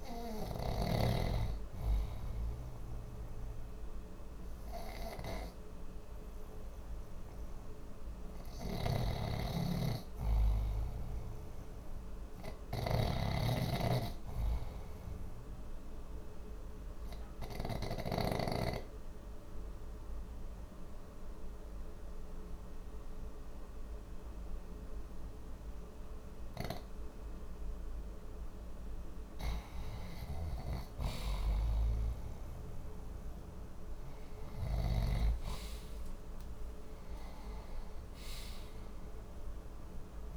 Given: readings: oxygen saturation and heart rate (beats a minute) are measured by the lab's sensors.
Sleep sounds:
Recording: breathing in sleep by a room microphone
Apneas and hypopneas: 1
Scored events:
0.00-1.00 s: snoring (device-marked)
8.50-18.00 s: snoring (device-marked)
8.50-20.50 s: oxygen desaturation (device-marked, oxygen 94% before, 88% lowest, heart rate 63 before, 61 extreme)
15.50-30.50 s: obstructive apnea (oxygen 94% before, 88% lowest, heart rate 63 before, 62 extreme, up 24 after)
33.50-38.00 s: arousal
34.50-40.36 s: snoring (device-marked)
From the record:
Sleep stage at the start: N2 (light sleep)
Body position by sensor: on the left side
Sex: male

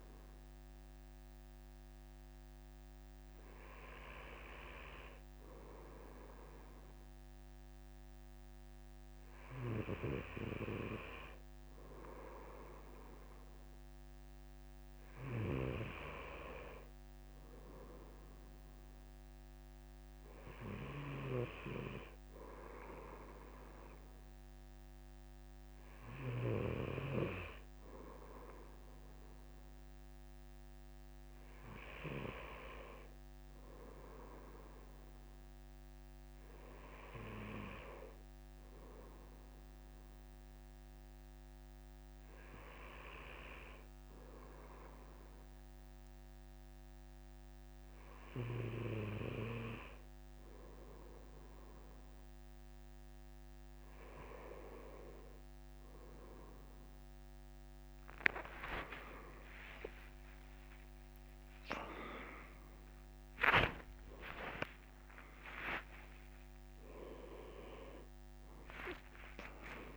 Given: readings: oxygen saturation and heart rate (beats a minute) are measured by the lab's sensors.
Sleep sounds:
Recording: breathing in sleep by a microphone on the trachea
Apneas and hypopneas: none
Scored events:
58.00-61.50 s: leg movement (device-marked)
61.50-66.50 s: leg movement (device-marked)
69.50-69.97 s: new sleep stage, awake
From the record:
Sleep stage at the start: N2 (light sleep)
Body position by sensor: on the right side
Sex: male

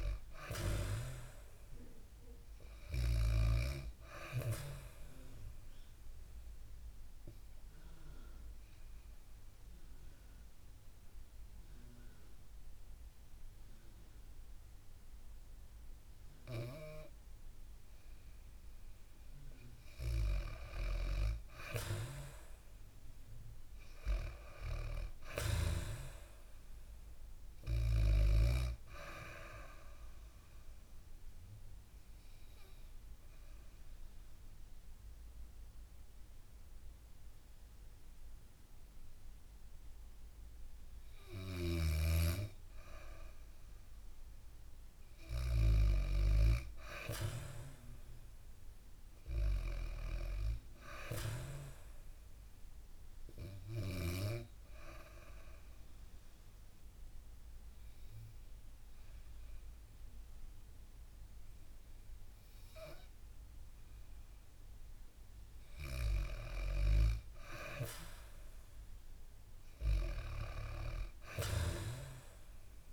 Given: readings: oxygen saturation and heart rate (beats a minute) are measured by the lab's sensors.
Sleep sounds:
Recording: breathing in sleep by a room microphone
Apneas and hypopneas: 3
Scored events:
0.00-1.50 s: arousal
6.50-19.00 s: mixed apnea (oxygen 98% before, 95% lowest, heart rate 64 before, 61 extreme, up 6 after)
22.50-25.00 s: arousal
24.50-28.00 s: snoring (device-marked)
28.50-40.00 s: hypopnea (oxygen 98% before, 95% lowest, heart rate 64 before, 62 extreme, up 6 after)
42.50-46.50 s: arousal
52.50-64.00 s: hypopnea (oxygen 99% before, 95% lowest, heart rate 65 before, 62 extreme, up 3 after)
67.50-71.50 s: arousal
From the record:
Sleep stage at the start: N2 (light sleep)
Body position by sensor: on the back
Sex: female

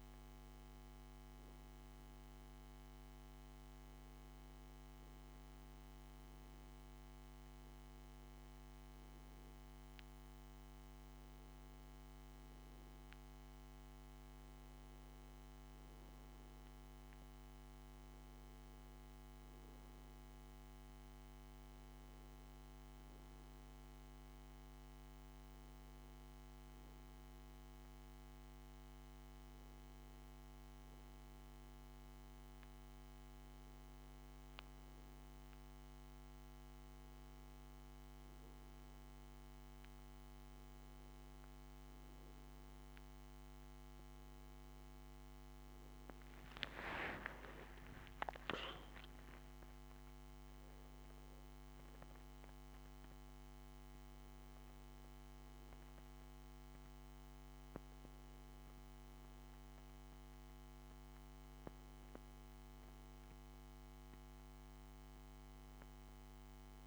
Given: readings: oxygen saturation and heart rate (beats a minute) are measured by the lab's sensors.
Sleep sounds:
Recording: breathing in sleep, hard to hear, by a microphone on the trachea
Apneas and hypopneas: none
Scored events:
40.50-66.87 s: new sleep stage, N1 (lightest sleep)
47.00-51.50 s: arousal
From the record:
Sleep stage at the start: N2 (light sleep)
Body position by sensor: on the back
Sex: male

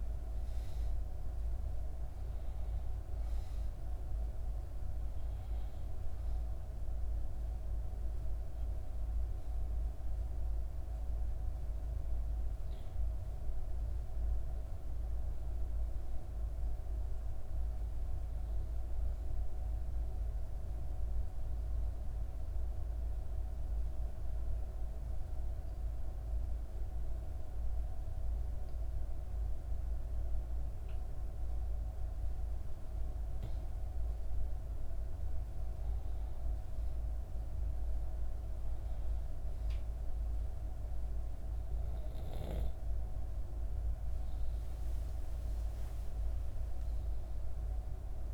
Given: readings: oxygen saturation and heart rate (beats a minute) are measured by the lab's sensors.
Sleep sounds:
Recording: breathing in sleep, hard to hear, by a room microphone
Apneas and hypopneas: 1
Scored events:
0.00-1.50 s: arousal
0.00-19.50 s: oxygen desaturation (device-marked, oxygen 90% lowest, heart rate 59 extreme)
18.50-33.50 s: obstructive apnea (oxygen 98% before, 92% lowest, heart rate 61 before, 59 extreme, up 4 after)
34.50-39.00 s: arousal
40.50-48.34 s: oxygen desaturation (device-marked, oxygen 97% before, 93% lowest, heart rate 61 before, 58 extreme)
45.50-47.50 s: long interval between heartbeats (device-marked, heart rate 61 before, 71 extreme)
From the record:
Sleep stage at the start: N2 (light sleep)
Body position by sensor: on the back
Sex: female

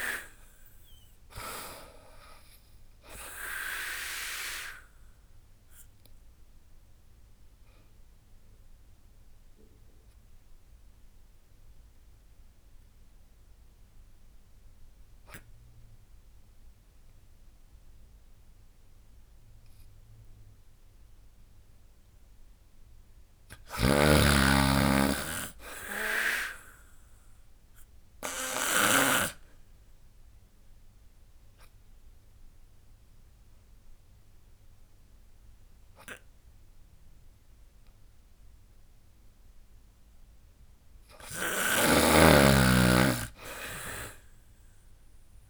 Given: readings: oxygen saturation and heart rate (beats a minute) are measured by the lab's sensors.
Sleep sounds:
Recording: breathing in sleep by a room microphone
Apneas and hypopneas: 2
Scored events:
0.00-1.50 s: arousal
0.00-10.00 s: drop in pulse transit time (device-marked, heart rate 78 extreme)
1.00-21.00 s: oxygen desaturation (device-marked, oxygen 96% before, 91% lowest, heart rate 77 before, 69 extreme)
4.00-21.50 s: obstructive apnea (oxygen 96% before, 91% lowest, heart rate 77 before, 69 extreme, up 14 after)
23.00-25.00 s: arousal
23.00-28.50 s: snoring (device-marked)
25.00-35.00 s: drop in pulse transit time (device-marked, heart rate 79 before, 78 extreme)
27.00-39.50 s: obstructive apnea (oxygen 98% before, 92% lowest, heart rate 79 before, 69 extreme, up 9 after)
32.00-45.50 s: oxygen desaturation (device-marked, oxygen 98% before, 92% lowest, heart rate 80 before, 69 extreme)
41.00-45.50 s: snoring (device-marked)
42.50-45.50 s: arousal
From the record:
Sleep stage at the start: N2 (light sleep)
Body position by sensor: on the back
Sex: female

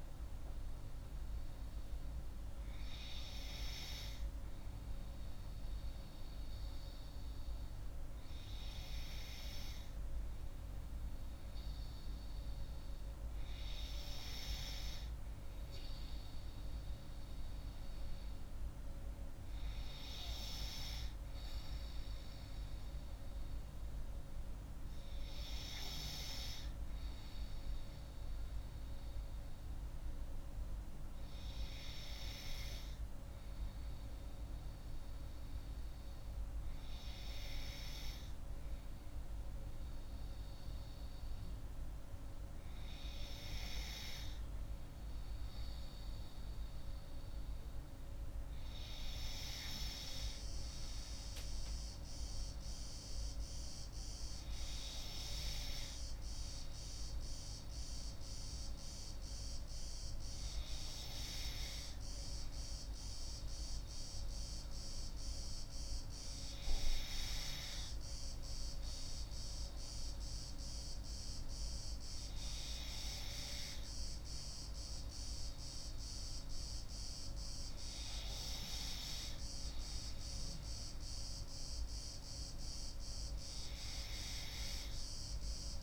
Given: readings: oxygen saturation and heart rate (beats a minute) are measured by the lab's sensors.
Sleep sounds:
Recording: breathing in sleep by a room microphone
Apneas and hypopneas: none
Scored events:
none scored
From the record:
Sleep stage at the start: N2 (light sleep)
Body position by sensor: on the left side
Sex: female

